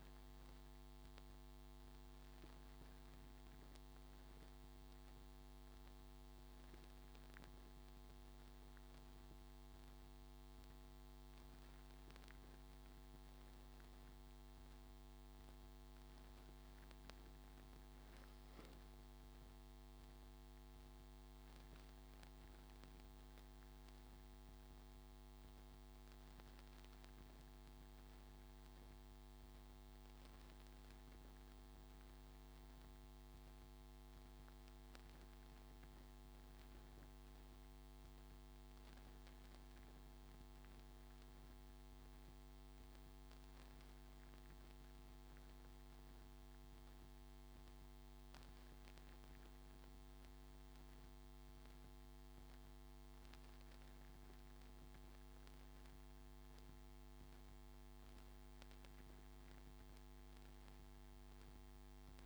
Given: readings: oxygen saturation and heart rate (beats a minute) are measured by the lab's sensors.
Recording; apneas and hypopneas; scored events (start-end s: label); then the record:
breathing in sleep, hard to hear, by a microphone on the trachea; none
none scored
From the record:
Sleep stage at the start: N2 (light sleep); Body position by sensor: on the front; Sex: male